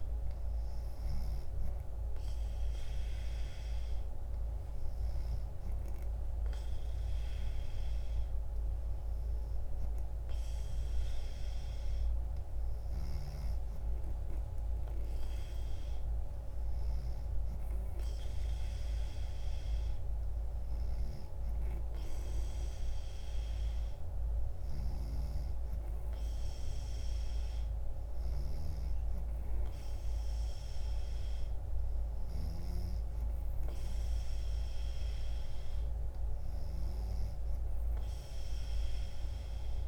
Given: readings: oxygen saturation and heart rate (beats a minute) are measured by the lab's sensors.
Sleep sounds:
breathing in sleep, hard to hear, by a room microphone; none
none scored
From the record:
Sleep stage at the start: N3 (deep sleep); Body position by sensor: on the back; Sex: female

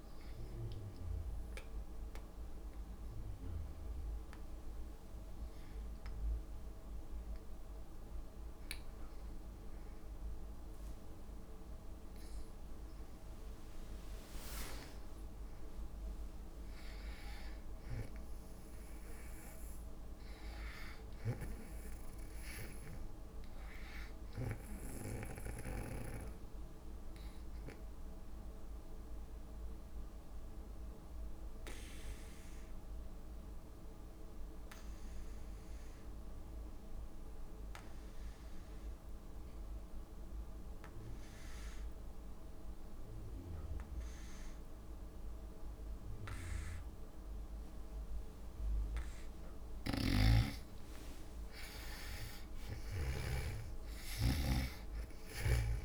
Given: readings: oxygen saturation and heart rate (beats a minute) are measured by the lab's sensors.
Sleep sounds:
breathing in sleep by a room microphone; 2
0.00-1.50 s: drop in pulse transit time (device-marked, heart rate 70 extreme)
0.00-6.50 s: oxygen desaturation (device-marked, oxygen 78% lowest, heart rate 58 extreme)
2.50-13.00 s: hypopnea (oxygen 96% before, 88% lowest, heart rate 86 before, 58 extreme, up 1 after)
13.50-17.50 s: arousal
21.50-26.00 s: snoring (device-marked)
22.50-33.50 s: oxygen desaturation (device-marked, oxygen 99% before, 95% lowest, heart rate 68 before, 58 extreme)
25.00-49.00 s: obstructive apnea (oxygen 100% before, 87% lowest, heart rate 68 before, 58 extreme, up 11 after)
48.50-55.85 s: oxygen desaturation (device-marked, oxygen 97% before, 88% lowest, heart rate 60 before, 58 extreme)
50.00-53.50 s: snoring (device-marked)
51.00-55.50 s: arousal
From the record:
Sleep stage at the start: N2 (light sleep); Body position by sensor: on the back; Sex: female

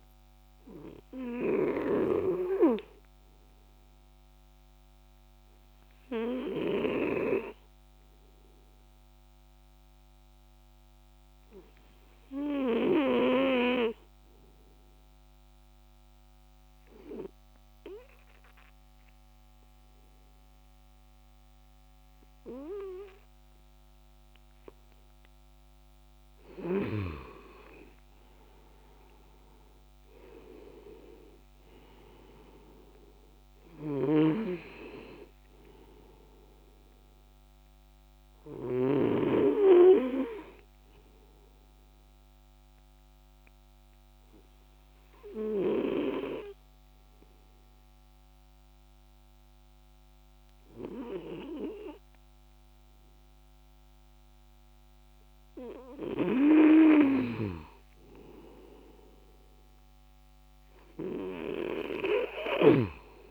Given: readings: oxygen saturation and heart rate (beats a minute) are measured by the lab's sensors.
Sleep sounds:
breathing in sleep by a microphone on the trachea; 2
3.00-24.00 s: obstructive apnea (oxygen 98% before, 94% lowest, heart rate 73 before, 60 extreme, up 14 after)
26.00-31.00 s: arousal
33.50-38.50 s: snoring (device-marked)
42.00-57.50 s: obstructive apnea (oxygen 98% before, 94% lowest, heart rate 68 before, 64 extreme, up 18 after)
59.50-63.31 s: arousal
From the record:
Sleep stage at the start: N2 (light sleep); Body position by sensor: on the back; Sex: male

